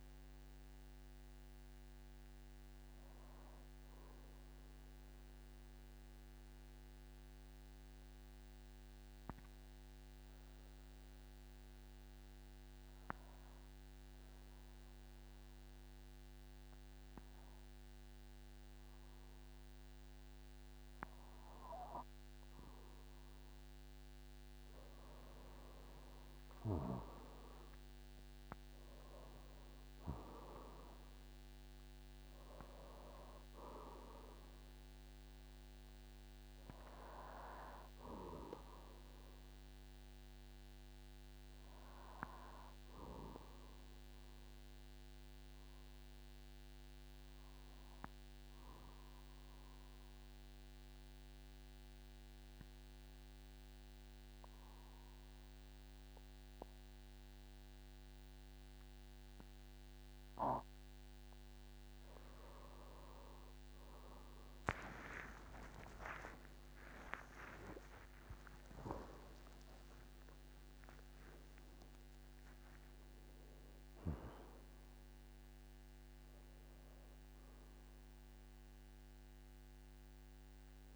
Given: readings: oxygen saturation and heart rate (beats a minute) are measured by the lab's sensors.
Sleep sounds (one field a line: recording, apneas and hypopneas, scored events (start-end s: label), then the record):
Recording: breathing in sleep by a microphone on the trachea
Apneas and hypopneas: 2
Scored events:
0.00-16.00 s: oxygen desaturation (device-marked, oxygen 90% lowest, heart rate 46 extreme)
1.50-22.50 s: obstructive apnea (oxygen 98% before, 90% lowest, heart rate 58 before, 46 extreme, up 13 after)
25.50-30.00 s: arousal
30.00-54.00 s: oxygen desaturation (device-marked, oxygen 99% before, 92% lowest, heart rate 52 before, 46 extreme)
44.50-60.50 s: obstructive apnea (oxygen 99% before, 92% lowest, heart rate 55 before, 46 extreme, up 25 after)
64.50-69.50 s: arousal
68.50-70.50 s: long interval between heartbeats (device-marked, heart rate 52 before, 72 extreme)
70.50-72.50 s: long interval between heartbeats (device-marked, heart rate 55 before, 96 extreme)
From the record:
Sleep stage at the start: N2 (light sleep)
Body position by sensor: on the back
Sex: male